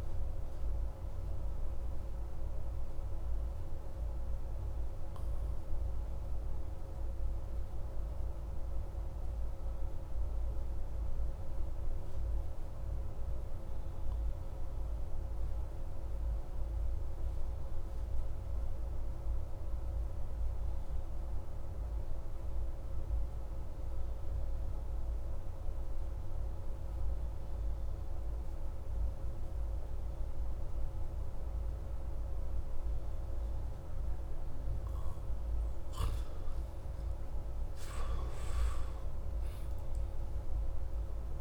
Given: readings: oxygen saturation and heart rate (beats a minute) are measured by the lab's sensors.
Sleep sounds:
breathing in sleep, hard to hear, by a room microphone; 1
2.00-34.50 s: obstructive apnea (oxygen 97% before, 88% lowest)
18.50-34.50 s: oxygen desaturation (device-marked, oxygen 95% before, 92% lowest)
38.00-41.41 s: arousal
From the record:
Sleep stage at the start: N2 (light sleep); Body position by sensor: on the back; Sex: male

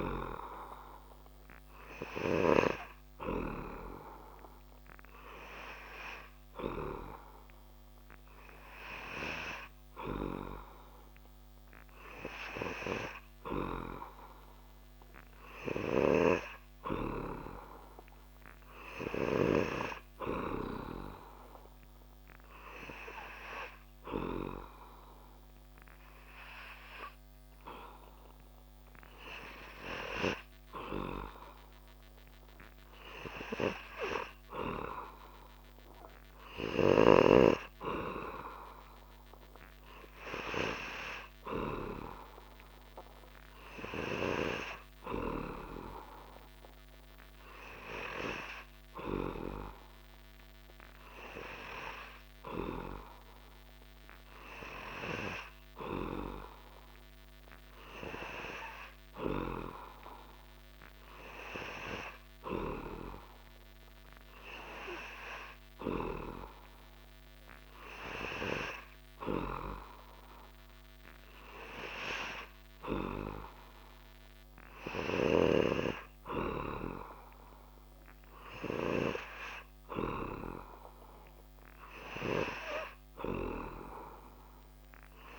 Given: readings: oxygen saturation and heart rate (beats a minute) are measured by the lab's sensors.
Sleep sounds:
breathing in sleep by a microphone on the trachea; none
none scored
From the record:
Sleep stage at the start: N3 (deep sleep); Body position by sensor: on the back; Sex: male

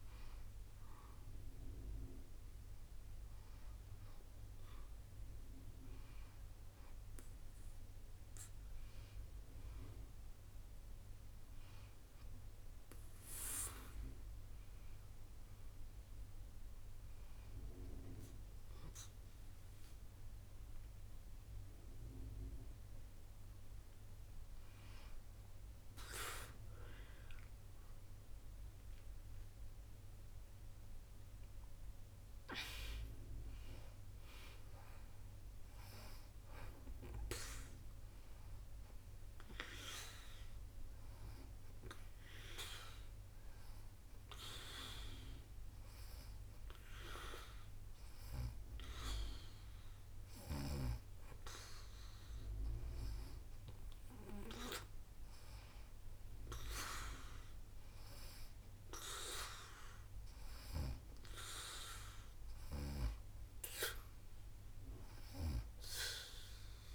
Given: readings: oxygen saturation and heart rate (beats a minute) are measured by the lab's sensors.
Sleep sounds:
breathing in sleep by a room microphone; 1
26.00-40.00 s: oxygen desaturation (device-marked, oxygen 100% before, 93% lowest, heart rate 94 before, 88 extreme)
26.00-66.95 s: new sleep stage, N2 (light sleep)
41.50-52.00 s: hypopnea (oxygen 100% before, 92% lowest, heart rate 96 before, 88 extreme)
56.00-60.00 s: arousal
59.00-66.95 s: oxygen desaturation (device-marked, oxygen 98% before, 94% lowest, heart rate 91 before, 88 extreme)
From the record:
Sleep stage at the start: N1 (lightest sleep); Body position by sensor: on the back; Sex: female

